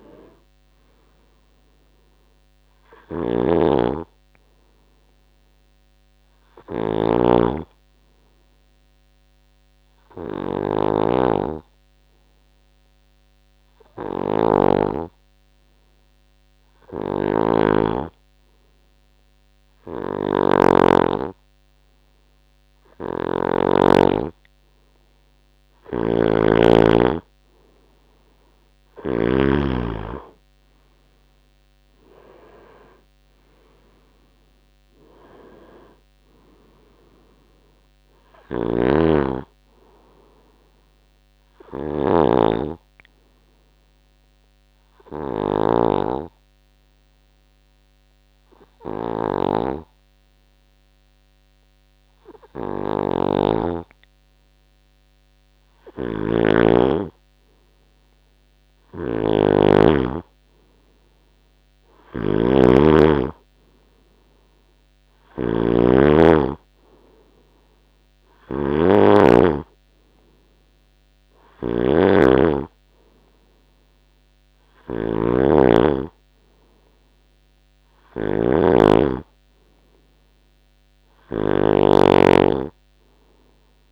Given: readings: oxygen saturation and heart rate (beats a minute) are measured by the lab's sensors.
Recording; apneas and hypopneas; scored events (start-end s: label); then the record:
breathing in sleep by a microphone on the trachea; 2
3.00-21.00 s: snoring (device-marked)
6.50-26.00 s: hypopnea (oxygen 99% before, 90% lowest, heart rate 70 before, 60 extreme, up 6 after)
7.50-19.50 s: oxygen desaturation (device-marked, oxygen 97% before, 93% lowest, heart rate 70 before, 64 extreme)
23.00-29.50 s: snoring (device-marked)
26.50-56.50 s: oxygen desaturation (device-marked, oxygen 98% before, 90% lowest, heart rate 66 before, 60 extreme)
28.50-32.00 s: arousal
38.50-83.92 s: snoring (device-marked)
42.50-54.50 s: hypopnea (oxygen 98% before, 90% lowest, heart rate 71 before, 61 extreme, up 10 after)
56.50-61.50 s: arousal
From the record:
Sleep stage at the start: N2 (light sleep); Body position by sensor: on the right side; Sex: male